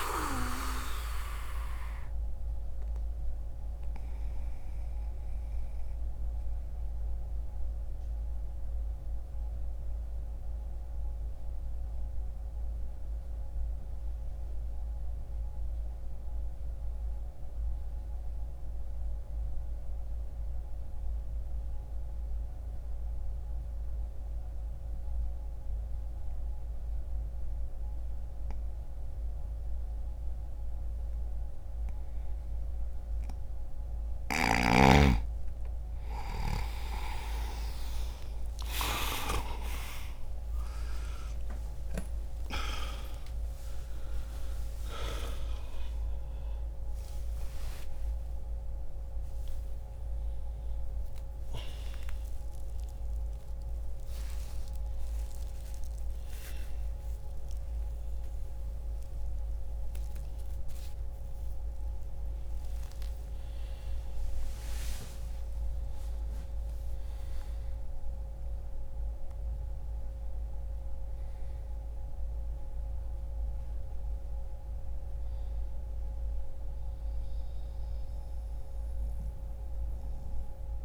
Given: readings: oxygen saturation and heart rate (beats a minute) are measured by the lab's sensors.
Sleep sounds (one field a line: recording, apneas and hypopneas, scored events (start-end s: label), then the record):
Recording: a person partly awake in a sleep study, by a room microphone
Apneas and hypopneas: 1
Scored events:
0.00-7.00 s: oxygen desaturation (device-marked, oxygen 92% lowest, heart rate 60 extreme)
0.50-34.00 s: obstructive apnea (oxygen 99% before, 85% lowest, heart rate 61 before, 60 extreme, up 25 after)
12.00-31.00 s: oxygen desaturation (device-marked, oxygen 93% before, 85% lowest, heart rate 61 before, 60 extreme)
39.00-53.00 s: oxygen desaturation (device-marked, oxygen 98% before, 92% lowest, heart rate 63 before, 71 extreme)
45.00-75.00 s: new sleep stage, awake
75.00-80.85 s: new sleep stage, N2 (light sleep)
From the record:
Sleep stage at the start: N2 (light sleep)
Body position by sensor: on the back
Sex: male